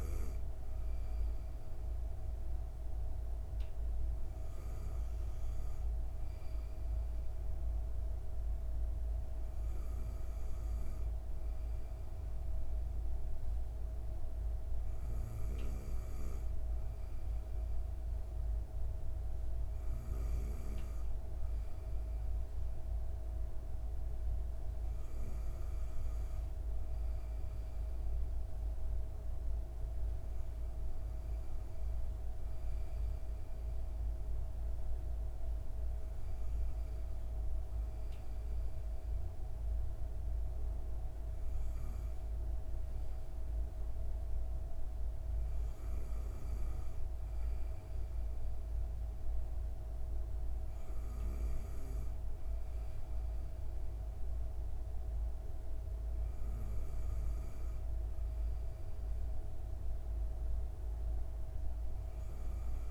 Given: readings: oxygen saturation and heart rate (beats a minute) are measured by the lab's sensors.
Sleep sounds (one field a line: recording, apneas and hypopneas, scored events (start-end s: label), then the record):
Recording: breathing in sleep, hard to hear, by a room microphone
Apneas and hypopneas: none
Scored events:
none scored
From the record:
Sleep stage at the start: N2 (light sleep)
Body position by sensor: on the back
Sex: female